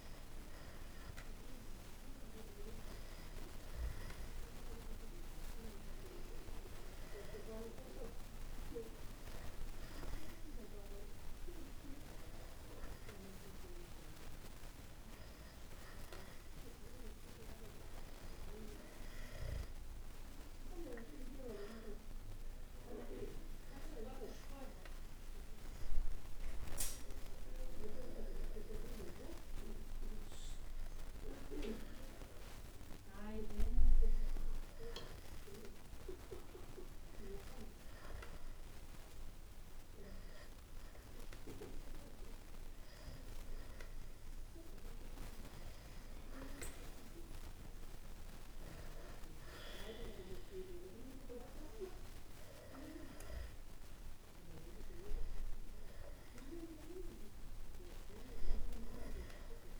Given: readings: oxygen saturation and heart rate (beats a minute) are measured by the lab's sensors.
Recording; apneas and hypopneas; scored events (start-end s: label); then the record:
breathing in sleep by a room microphone; 1
28.00-32.50 s: arousal
35.00-45.50 s: hypopnea (oxygen 94% before, 92% lowest, heart rate 63 before, 62 extreme, up 2 after)
47.00-51.50 s: arousal
From the record:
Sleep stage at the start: N2 (light sleep); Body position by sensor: on the back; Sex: male